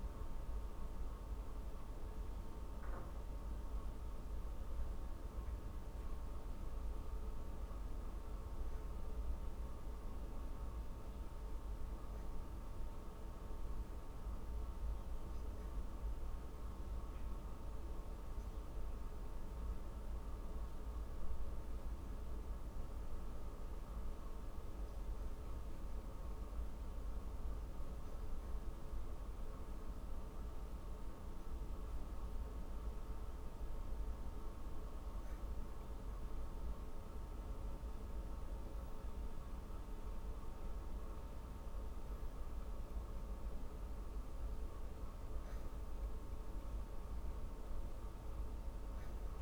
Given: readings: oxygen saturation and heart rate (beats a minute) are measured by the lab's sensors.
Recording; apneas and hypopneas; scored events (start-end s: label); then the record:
breathing in sleep, hard to hear, by a room microphone; 1
0.50-5.00 s: arousal
12.00-27.00 s: hypopnea (oxygen 92% before, 91% lowest, heart rate 59 before, 48 extreme, up 5 after)
35.50-39.00 s: arousal
From the record:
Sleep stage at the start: N2 (light sleep); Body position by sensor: on the back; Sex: female